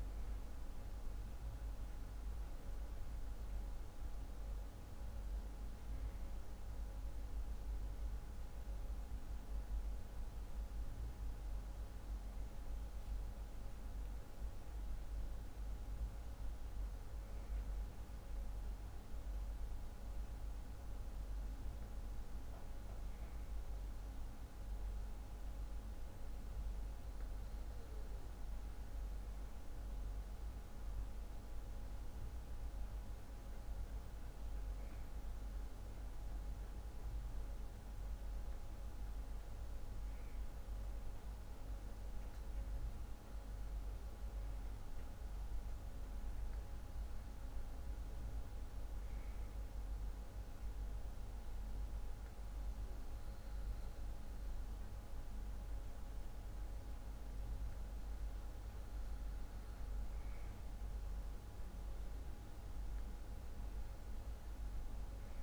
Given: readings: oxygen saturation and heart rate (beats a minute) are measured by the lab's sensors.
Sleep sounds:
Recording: breathing in sleep, hard to hear, by a room microphone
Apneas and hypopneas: none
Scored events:
none scored
From the record:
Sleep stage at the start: REM sleep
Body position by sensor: on the back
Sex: male

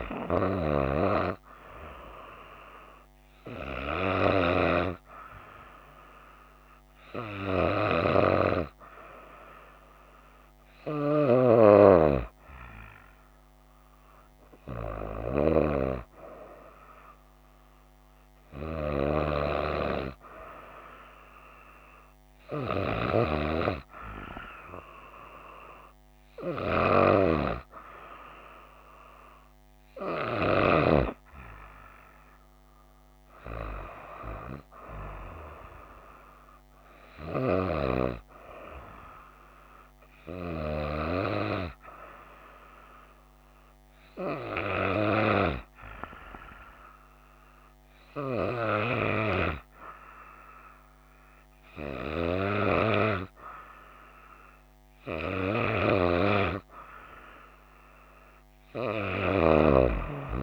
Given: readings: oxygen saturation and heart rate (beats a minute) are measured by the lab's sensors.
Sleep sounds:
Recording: breathing in sleep by a microphone on the trachea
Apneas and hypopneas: none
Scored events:
none scored
From the record:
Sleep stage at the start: N2 (light sleep)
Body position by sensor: on the right side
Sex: female

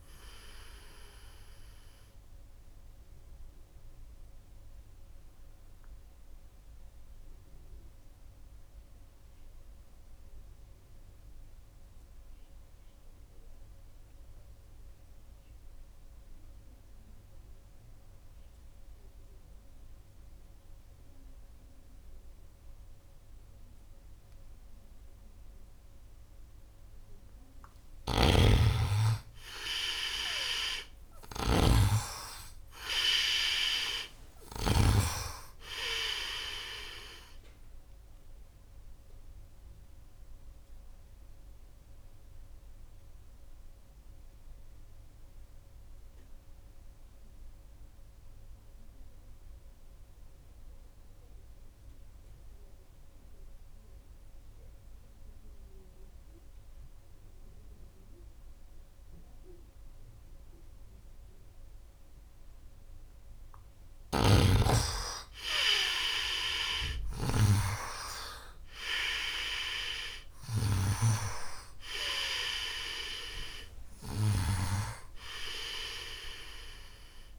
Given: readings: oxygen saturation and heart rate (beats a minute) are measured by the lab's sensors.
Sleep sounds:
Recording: breathing in sleep by a room microphone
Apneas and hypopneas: 2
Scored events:
0.00-10.00 s: oxygen desaturation (device-marked, oxygen 89% lowest, heart rate 74 extreme)
2.00-27.50 s: obstructive apnea (oxygen 98% before, 87% lowest, heart rate 77 before, 72 extreme, up 3 after)
24.00-54.00 s: oxygen desaturation (device-marked, oxygen 98% before, 88% lowest, heart rate 76 before, 72 extreme)
27.50-34.50 s: snoring (device-marked)
30.50-35.00 s: arousal
38.50-62.50 s: obstructive apnea (oxygen 98% before, 87% lowest, heart rate 76 before, 72 extreme, up 2 after)
63.50-74.00 s: snoring (device-marked)
64.00-69.00 s: arousal
65.00-77.39 s: oxygen desaturation (device-marked, oxygen 98% before, 87% lowest, heart rate 75 before, 71 extreme)
From the record:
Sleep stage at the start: N2 (light sleep)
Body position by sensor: on the right side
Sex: male

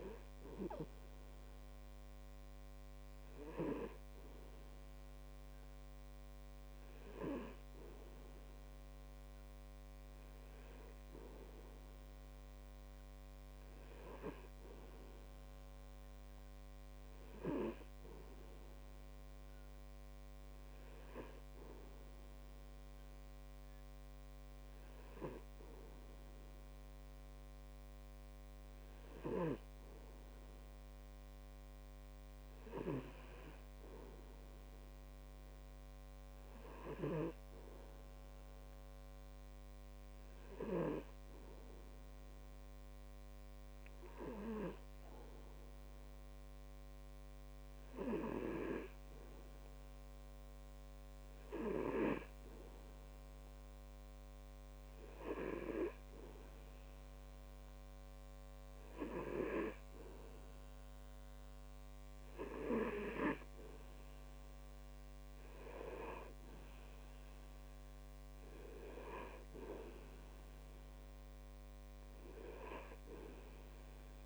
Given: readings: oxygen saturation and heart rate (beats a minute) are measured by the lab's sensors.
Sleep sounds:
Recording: breathing in sleep by a microphone on the trachea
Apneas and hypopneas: 1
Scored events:
38.50-53.50 s: hypopnea (oxygen 97% before, 95% lowest)
65.00-69.00 s: arousal
From the record:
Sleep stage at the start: N2 (light sleep)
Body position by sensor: on the back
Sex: male

